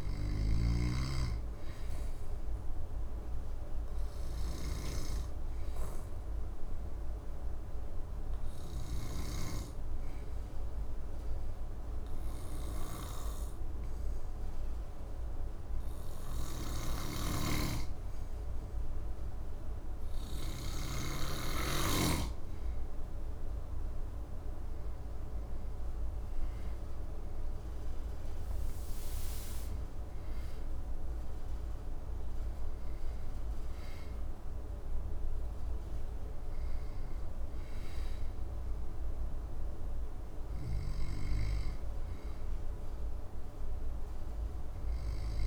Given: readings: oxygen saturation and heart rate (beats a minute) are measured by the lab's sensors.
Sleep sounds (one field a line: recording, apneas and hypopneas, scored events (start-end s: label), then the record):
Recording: breathing in sleep by a room microphone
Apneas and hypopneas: 1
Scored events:
0.00-9.00 s: snoring (device-marked)
2.50-23.50 s: obstructive apnea (oxygen 98% before, 94% lowest, heart rate 68 before, 65 extreme, up 10 after)
16.00-21.00 s: snoring (device-marked)
25.00-28.50 s: arousal
40.00-45.47 s: snoring (device-marked)
From the record:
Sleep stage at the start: N2 (light sleep)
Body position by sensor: on the back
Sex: male